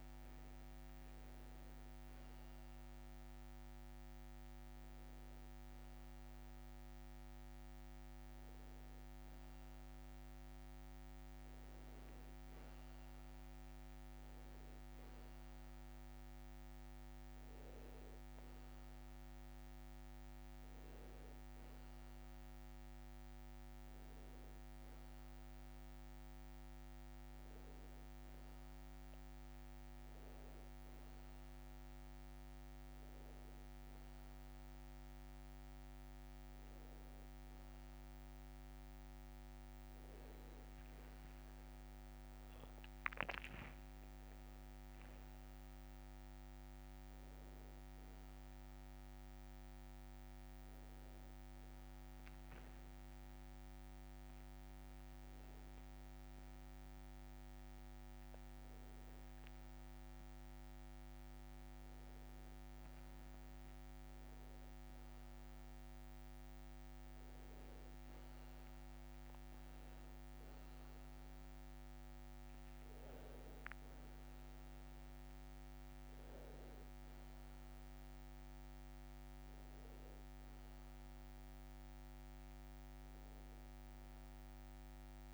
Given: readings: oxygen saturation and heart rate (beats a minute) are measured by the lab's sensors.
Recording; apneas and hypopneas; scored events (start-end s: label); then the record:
breathing in sleep, hard to hear, by a microphone on the trachea; none
0.00-1.50 s: tachycardia (device-marked, heart rate 180 extreme)
0.00-2.00 s: long interval between heartbeats (device-marked, heart rate 90 before, 170 extreme)
53.00-55.00 s: long interval between heartbeats (device-marked, heart rate 64 before, 72 extreme)
55.00-57.00 s: long interval between heartbeats (device-marked, heart rate 65 before, 80 extreme)
From the record:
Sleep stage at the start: N1 (lightest sleep); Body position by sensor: on the back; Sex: male